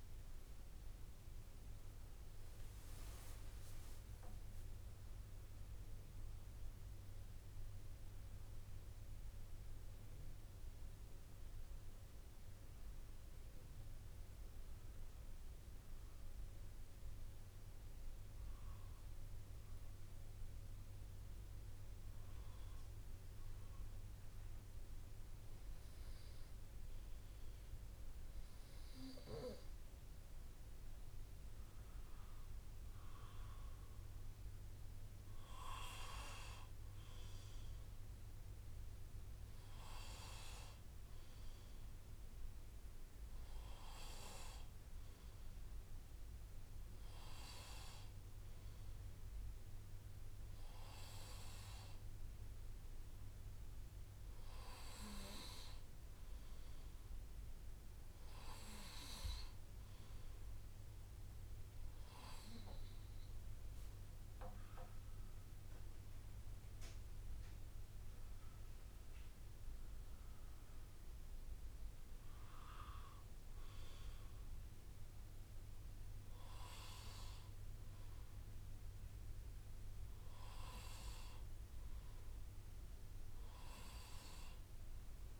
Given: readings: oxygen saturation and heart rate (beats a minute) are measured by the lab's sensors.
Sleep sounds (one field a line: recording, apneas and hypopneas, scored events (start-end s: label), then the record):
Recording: breathing in sleep by a room microphone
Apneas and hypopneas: none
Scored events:
none scored
From the record:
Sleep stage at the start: N2 (light sleep)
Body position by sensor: on the right side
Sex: male